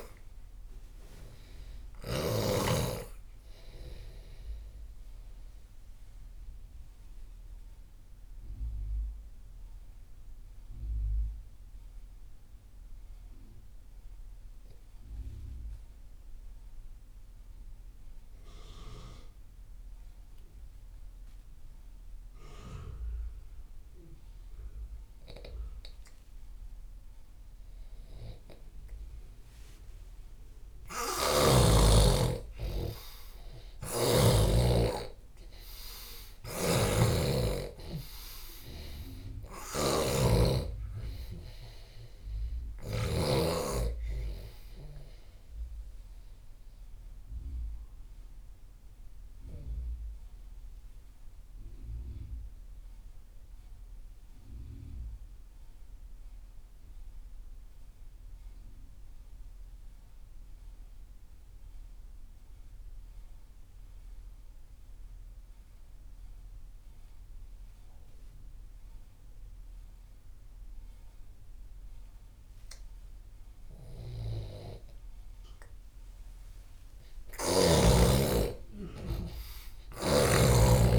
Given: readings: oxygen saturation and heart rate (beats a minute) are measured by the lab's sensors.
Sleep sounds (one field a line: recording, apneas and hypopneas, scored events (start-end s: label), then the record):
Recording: breathing in sleep by a room microphone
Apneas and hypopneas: 2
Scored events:
0.00-17.00 s: oxygen desaturation (device-marked, oxygen 82% lowest)
6.50-30.50 s: mixed apnea (oxygen 97% before, 82% lowest)
31.00-34.50 s: snoring (device-marked)
33.50-37.50 s: arousal
34.00-62.00 s: oxygen desaturation (device-marked, oxygen 98% before, 85% lowest)
36.50-43.50 s: snoring (device-marked)
47.50-73.00 s: obstructive apnea (oxygen 98% before, 85% lowest)
77.00-80.99 s: oxygen desaturation (device-marked, oxygen 98% before, 85% lowest)
79.00-80.99 s: arousal
From the record:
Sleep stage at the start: N2 (light sleep)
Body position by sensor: on the left side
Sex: male